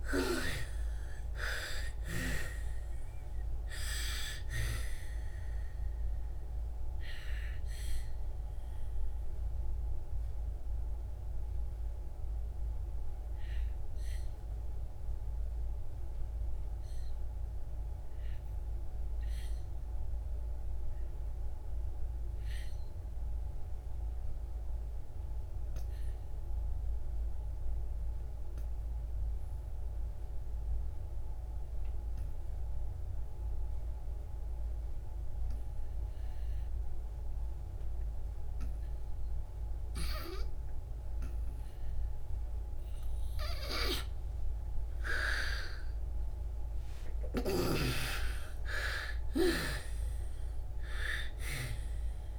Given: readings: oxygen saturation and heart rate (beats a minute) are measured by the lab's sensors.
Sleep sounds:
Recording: breathing in sleep by a room microphone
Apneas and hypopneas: 1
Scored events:
0.00-1.50 s: arousal
0.00-27.00 s: oxygen desaturation (device-marked, oxygen 66% lowest, heart rate 56 extreme)
6.50-43.00 s: mixed apnea (oxygen 96% before, 66% lowest, heart rate 65 before, 61 extreme, up 45 after)
32.00-52.39 s: new sleep stage, REM sleep
34.00-52.39 s: oxygen desaturation (device-marked, oxygen 98% before, 67% lowest, heart rate 66 before, 53 extreme)
45.50-51.00 s: arousal
From the record:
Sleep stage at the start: N2 (light sleep)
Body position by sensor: on the back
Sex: female

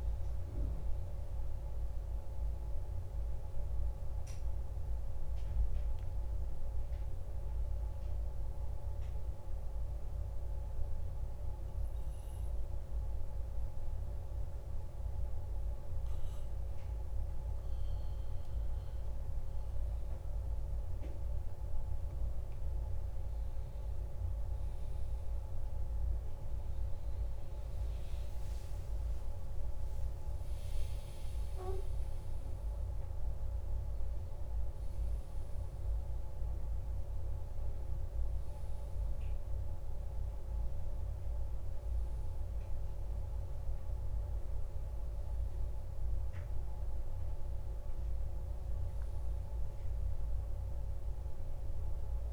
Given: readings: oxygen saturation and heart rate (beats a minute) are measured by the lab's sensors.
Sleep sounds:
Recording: breathing in sleep, hard to hear, by a room microphone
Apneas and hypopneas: 1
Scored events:
0.00-2.50 s: oxygen desaturation (device-marked, oxygen 94% lowest, heart rate 51 extreme)
4.50-21.50 s: obstructive apnea (oxygen 98% before, 95% lowest, heart rate 54 before, 51 extreme, up 4 after)
28.00-33.00 s: arousal
From the record:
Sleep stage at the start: N2 (light sleep)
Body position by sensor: on the back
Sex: male

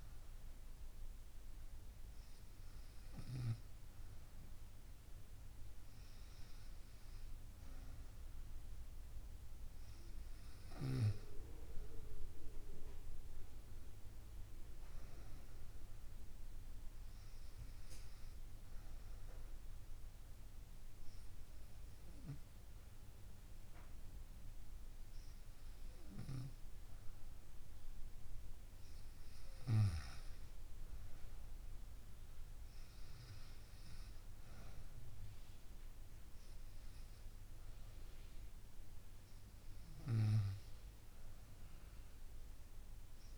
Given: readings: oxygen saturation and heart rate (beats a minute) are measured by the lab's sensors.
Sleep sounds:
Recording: breathing in sleep by a room microphone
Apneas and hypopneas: none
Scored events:
none scored
From the record:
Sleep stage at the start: N2 (light sleep)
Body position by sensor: on the right side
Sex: female

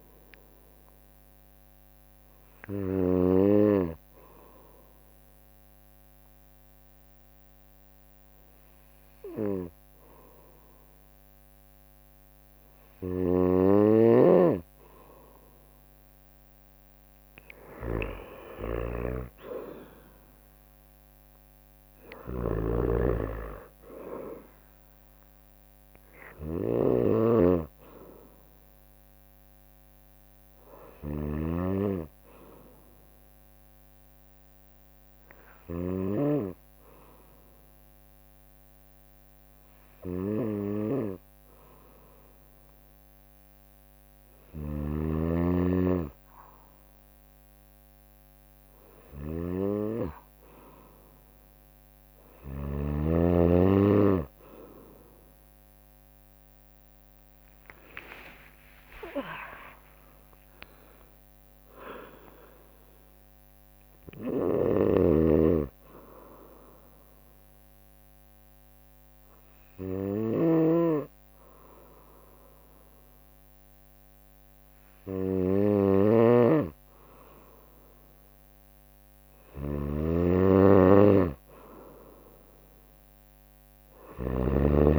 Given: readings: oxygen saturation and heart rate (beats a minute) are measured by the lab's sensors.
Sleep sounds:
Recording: breathing in sleep by a microphone on the trachea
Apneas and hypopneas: 3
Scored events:
0.00-3.00 s: snoring (device-marked)
0.00-10.50 s: bradycardia (device-marked, heart rate 57 extreme)
1.00-15.50 s: obstructive apnea (oxygen 96% before, 91% lowest, heart rate 64 before, 55 extreme, up 4 after)
12.50-36.00 s: snoring (device-marked)
15.50-30.50 s: drop in pulse transit time (device-marked, heart rate 59 before, 60 extreme)
17.50-22.00 s: arousal
21.50-39.50 s: oxygen desaturation (device-marked, oxygen 95% before, 91% lowest, heart rate 59 before, 55 extreme)
27.50-42.50 s: bradycardia (device-marked, heart rate 63 before, 55 extreme)
29.50-45.50 s: obstructive apnea (oxygen 95% before, 91% lowest, heart rate 61 before, 55 extreme, up 5 after)
44.00-52.50 s: snoring (device-marked)
50.50-69.50 s: drop in pulse transit time (device-marked, heart rate 58 before, 62 extreme)
54.50-58.50 s: arousal
59.00-61.00 s: long interval between heartbeats (device-marked, heart rate 60 before, 72 extreme)
64.00-84.99 s: snoring (device-marked)
66.00-79.00 s: obstructive apnea (oxygen 95% before, 92% lowest, heart rate 66 before, 58 extreme, up 3 after)
68.50-76.50 s: bradycardia (device-marked, heart rate 63 before, 58 extreme)
83.50-84.99 s: arousal
From the record:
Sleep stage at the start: N2 (light sleep)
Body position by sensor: on the right side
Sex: female

